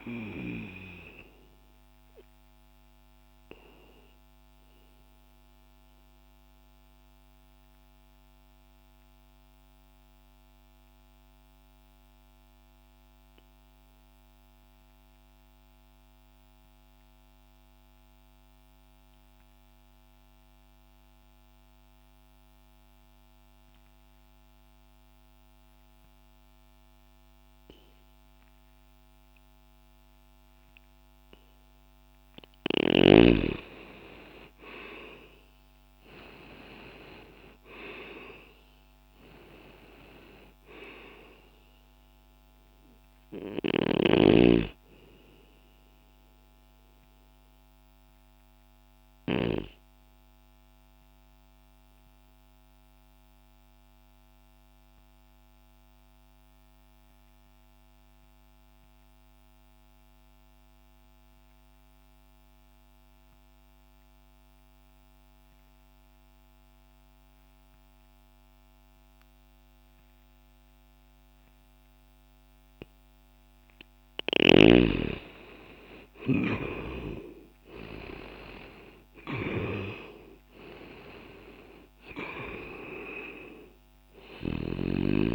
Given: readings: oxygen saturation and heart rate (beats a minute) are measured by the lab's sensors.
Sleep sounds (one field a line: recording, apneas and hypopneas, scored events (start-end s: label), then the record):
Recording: breathing in sleep by a microphone on the trachea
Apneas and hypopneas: 2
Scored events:
0.00-25.00 s: oxygen desaturation (device-marked, oxygen 97% before, 82% lowest, heart rate 60 before, 60 extreme)
0.50-30.50 s: obstructive apnea (oxygen 97% before, 82% lowest, heart rate 60 before, 60 extreme, up 0 after)
32.50-37.00 s: arousal
34.00-75.00 s: oxygen desaturation (device-marked, oxygen 96% before, 82% lowest, heart rate 60 before, 60 extreme)
47.00-73.00 s: obstructive apnea (oxygen 96% before, 82% lowest, heart rate 60 before, 60 extreme, up 0 after)
76.00-80.00 s: arousal
84.00-85.35 s: oxygen desaturation (device-marked, oxygen 95% before, 82% lowest, heart rate 60 before, 60 extreme)
From the record:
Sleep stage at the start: N2 (light sleep)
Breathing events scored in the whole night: 518 in 7.1 hours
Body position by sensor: on the back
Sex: male